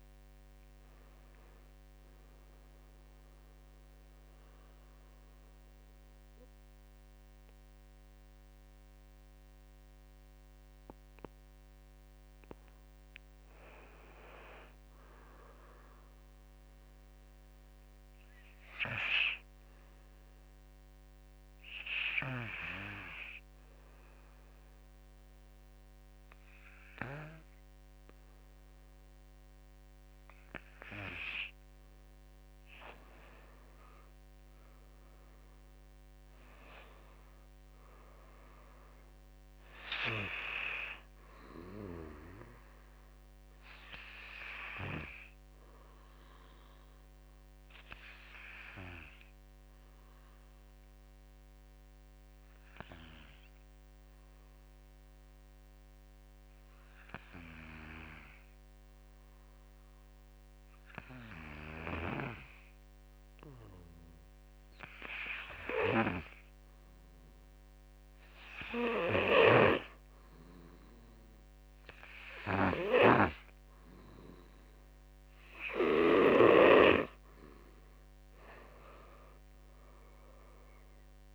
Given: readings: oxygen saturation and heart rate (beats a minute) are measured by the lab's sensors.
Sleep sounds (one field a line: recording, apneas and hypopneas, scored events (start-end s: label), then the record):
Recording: breathing in sleep by a microphone on the trachea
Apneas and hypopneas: 2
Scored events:
20.50-31.00 s: obstructive apnea (oxygen 100% before, 90% lowest, heart rate 56 before, 48 extreme, up 15 after)
23.50-29.50 s: oxygen desaturation (device-marked, oxygen 99% before, 95% lowest, heart rate 54 before, 48 extreme)
34.50-37.00 s: arousal
36.50-56.50 s: oxygen desaturation (device-marked, oxygen 96% before, 91% lowest, heart rate 53 before, 48 extreme)
43.00-73.50 s: obstructive apnea (oxygen 99% before, 90% lowest, heart rate 54 before, 49 extreme, up 12 after)
69.50-81.35 s: oxygen desaturation (device-marked, oxygen 98% before, 90% lowest, heart rate 55 before, 47 extreme)
77.50-80.50 s: arousal
From the record:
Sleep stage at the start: N2 (light sleep)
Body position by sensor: on the back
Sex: male